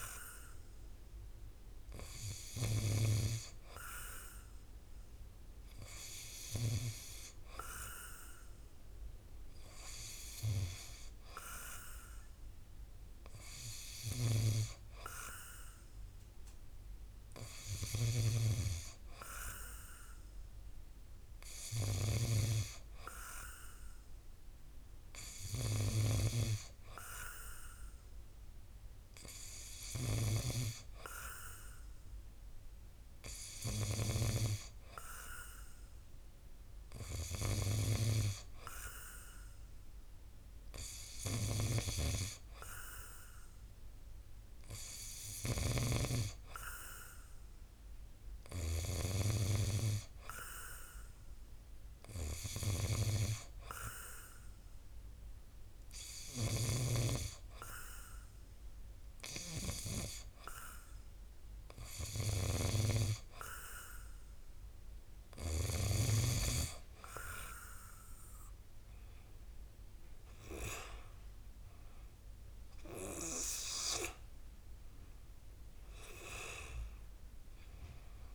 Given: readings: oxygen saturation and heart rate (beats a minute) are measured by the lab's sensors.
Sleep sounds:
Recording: breathing in sleep by a room microphone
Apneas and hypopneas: 1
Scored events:
46.00-49.50 s: arousal
53.00-64.00 s: hypopnea (oxygen 93% before, 90% lowest, heart rate 63 before, 57 extreme, up 8 after)
67.00-70.00 s: arousal
From the record:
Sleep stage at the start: N2 (light sleep)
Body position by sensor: on the back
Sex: male

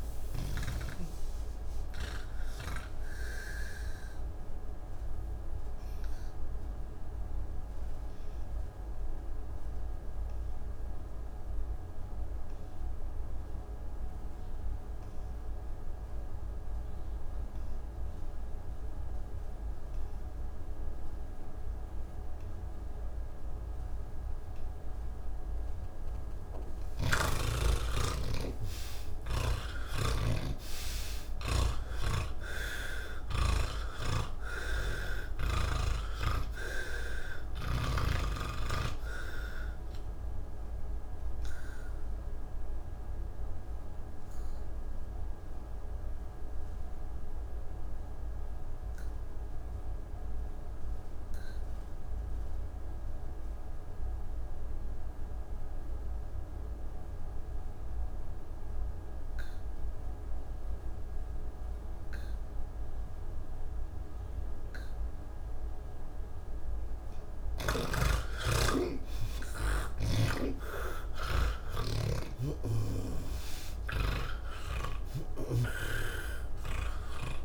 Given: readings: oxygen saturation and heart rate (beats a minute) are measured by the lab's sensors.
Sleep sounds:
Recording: breathing in sleep by a room microphone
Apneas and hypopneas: 2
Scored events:
0.00-9.50 s: oxygen desaturation (device-marked, oxygen 90% lowest, heart rate 156 extreme)
6.00-27.00 s: obstructive apnea (oxygen 99% before, 82% lowest, heart rate 179 before, 135 extreme, up 42 after)
16.50-54.50 s: oxygen desaturation (device-marked, oxygen 98% before, 82% lowest, heart rate 180 before, 135 extreme)
32.50-77.45 s: new sleep stage, N3 (deep sleep)
34.50-38.00 s: snoring (device-marked)
40.00-68.50 s: obstructive apnea (oxygen 98% before, 82% lowest, heart rate 179 before, 148 extreme, up 44 after)
66.50-77.45 s: oxygen desaturation (device-marked, oxygen 97% before, 82% lowest, heart rate 186 before, 168 extreme)
70.00-77.45 s: snoring (device-marked)
From the record:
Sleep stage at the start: N1 (lightest sleep)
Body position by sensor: on the back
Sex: male

